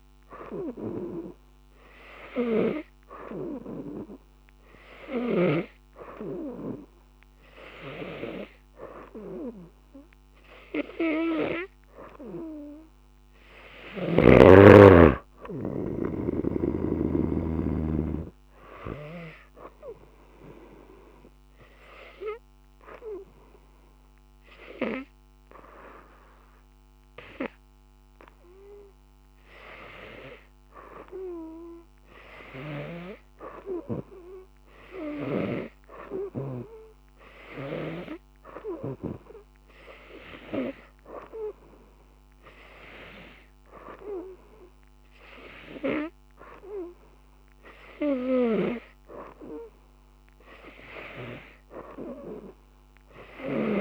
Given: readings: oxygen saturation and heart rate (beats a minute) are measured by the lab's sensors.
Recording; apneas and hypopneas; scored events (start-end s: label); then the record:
breathing in sleep by a microphone on the trachea; none
none scored
From the record:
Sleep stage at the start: N2 (light sleep); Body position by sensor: on the right side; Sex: female